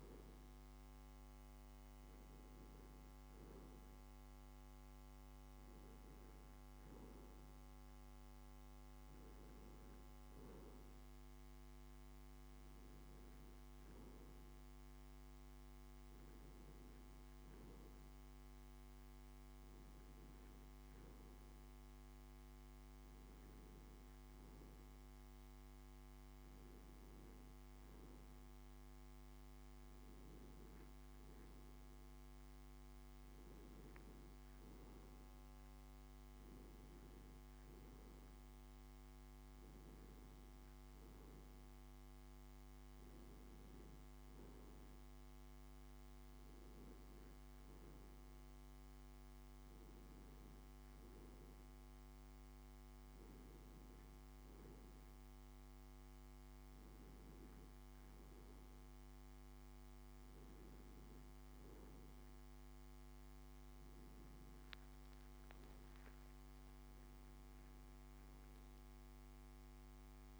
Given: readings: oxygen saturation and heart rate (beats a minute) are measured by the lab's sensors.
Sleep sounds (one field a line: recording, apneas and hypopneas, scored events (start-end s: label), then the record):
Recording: breathing in sleep, hard to hear, by a microphone on the trachea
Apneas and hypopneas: none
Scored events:
none scored
From the record:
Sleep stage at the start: N1 (lightest sleep)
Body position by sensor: on the back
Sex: male